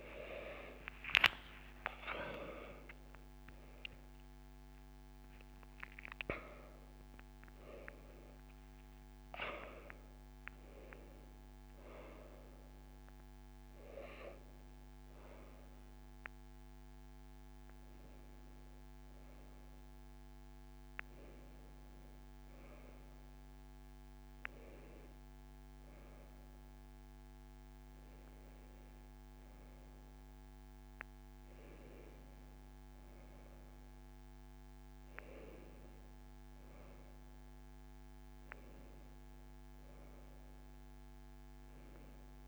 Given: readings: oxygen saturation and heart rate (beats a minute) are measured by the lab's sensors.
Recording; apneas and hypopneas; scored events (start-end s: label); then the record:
a person awake in a sleep study, by a microphone on the trachea; none
27.50-42.47 s: new sleep stage, N1 (lightest sleep)
From the record:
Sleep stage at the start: awake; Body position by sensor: on the back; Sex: female